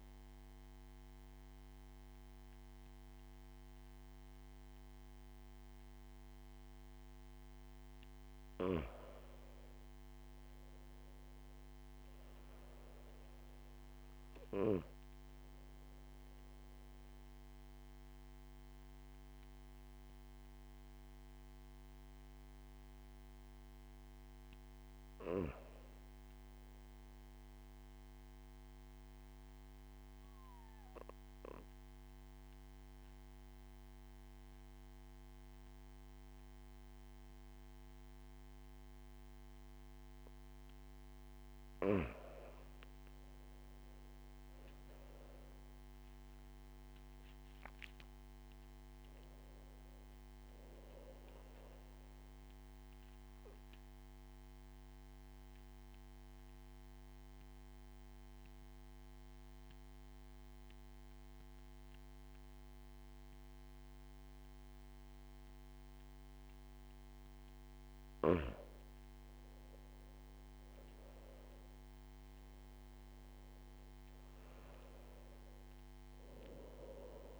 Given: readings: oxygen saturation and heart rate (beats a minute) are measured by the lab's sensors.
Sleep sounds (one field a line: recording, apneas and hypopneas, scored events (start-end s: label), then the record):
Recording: breathing in sleep by a microphone on the trachea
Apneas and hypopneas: 2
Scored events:
29.00-41.50 s: obstructive apnea (oxygen 96% before, 94% lowest)
43.00-46.50 s: arousal
55.50-67.00 s: obstructive apnea (oxygen 97% before, 94% lowest)
68.50-72.00 s: arousal
From the record:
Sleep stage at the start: N2 (light sleep)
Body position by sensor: on the back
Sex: male